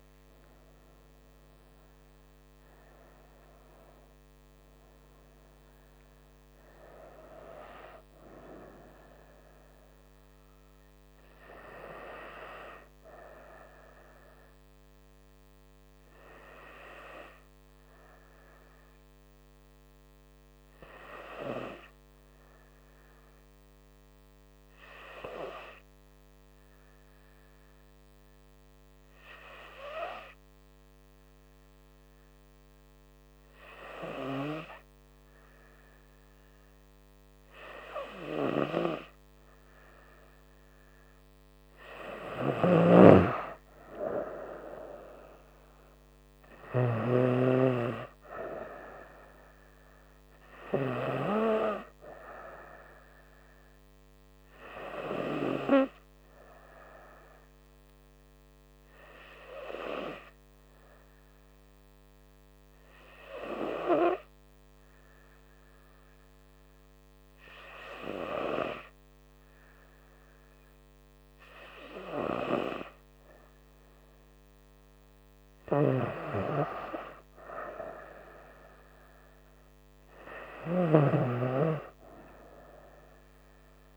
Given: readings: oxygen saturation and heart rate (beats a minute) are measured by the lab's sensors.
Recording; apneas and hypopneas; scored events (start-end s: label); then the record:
breathing in sleep by a microphone on the trachea; 2
0.00-3.00 s: arousal
16.50-40.50 s: hypopnea (oxygen 97% before, 95% lowest, heart rate 72 before, 66 extreme, up 7 after)
42.00-46.00 s: arousal
42.50-47.00 s: snoring (device-marked)
54.50-74.50 s: hypopnea (oxygen 99% before, 95% lowest, heart rate 70 before, 67 extreme, up 1 after)
76.50-80.00 s: arousal
80.50-83.97 s: snoring (device-marked)
From the record:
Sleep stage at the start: N2 (light sleep); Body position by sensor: on the right side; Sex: female